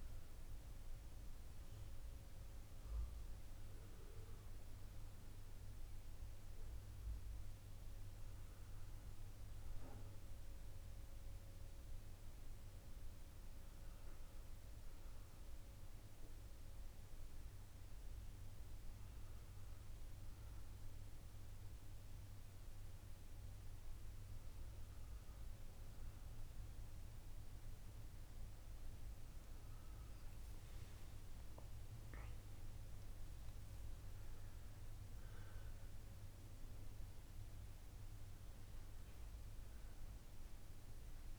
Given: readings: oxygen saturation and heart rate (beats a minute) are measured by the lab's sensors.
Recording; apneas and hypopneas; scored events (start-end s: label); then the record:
a person awake in a sleep study, hard to hear, by a room microphone; none
none scored
From the record:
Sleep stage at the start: awake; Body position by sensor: on the back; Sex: male